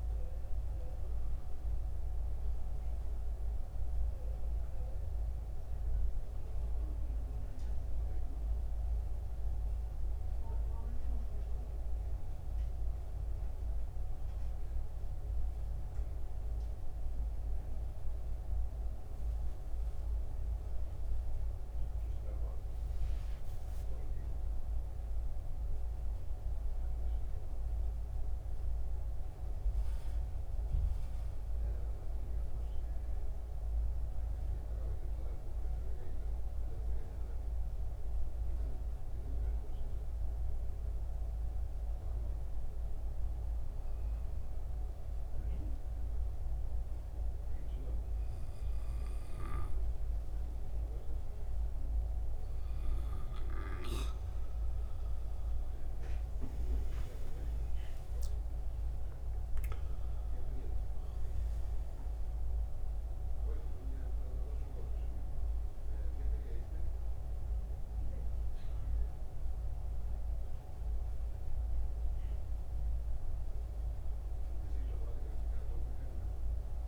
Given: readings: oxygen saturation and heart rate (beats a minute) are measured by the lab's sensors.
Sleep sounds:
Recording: breathing in sleep, hard to hear, by a room microphone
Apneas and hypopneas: 1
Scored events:
0.50-26.50 s: oxygen desaturation (device-marked, oxygen 94% before, 87% lowest, heart rate 72 before, 65 extreme)
18.50-76.87 s: new sleep stage, N2 (light sleep)
21.00-25.50 s: arousal
29.00-52.50 s: hypopnea (oxygen 92% before, 87% lowest, heart rate 71 before, 65 extreme, up 16 after)
45.50-76.87 s: oxygen desaturation (device-marked, oxygen 96% before, 87% lowest, heart rate 68 before, 68 extreme)
54.50-59.00 s: arousal
From the record:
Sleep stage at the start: N1 (lightest sleep)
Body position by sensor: on the back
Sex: male

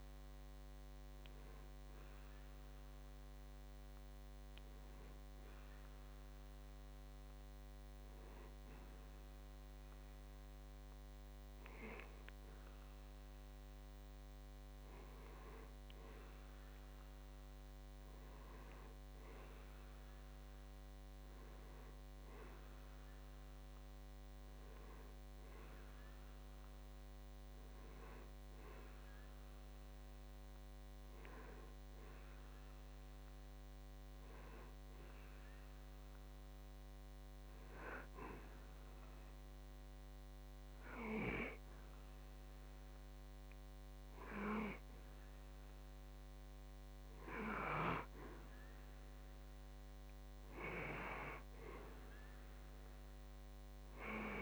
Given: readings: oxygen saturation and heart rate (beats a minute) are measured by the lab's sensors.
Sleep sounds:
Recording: breathing in sleep by a microphone on the trachea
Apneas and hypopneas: 1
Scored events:
5.00-15.50 s: hypopnea (oxygen 95% before, 92% lowest, heart rate 67 before, 60 extreme, up 2 after)
17.00-21.00 s: arousal
44.00-54.42 s: new sleep stage, N2 (light sleep)
44.50-49.00 s: arousal
From the record:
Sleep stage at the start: N1 (lightest sleep)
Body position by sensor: on the back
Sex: male

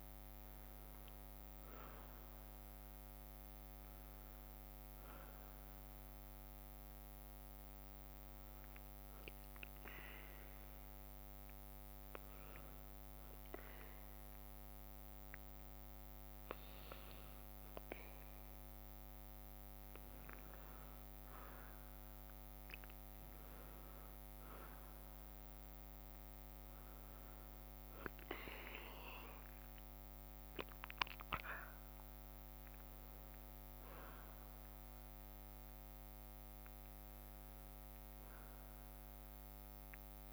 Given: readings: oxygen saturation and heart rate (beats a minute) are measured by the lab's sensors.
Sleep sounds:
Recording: breathing in sleep by a microphone on the trachea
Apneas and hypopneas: 1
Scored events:
6.50-17.50 s: hypopnea (oxygen 97% before, 93% lowest, heart rate 62 before, 62 extreme, up 2 after)
21.00-26.00 s: arousal
22.50-36.50 s: drop in pulse transit time (device-marked, heart rate 63 before, 64 extreme)
From the record:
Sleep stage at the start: N1 (lightest sleep)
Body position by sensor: on the back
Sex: female

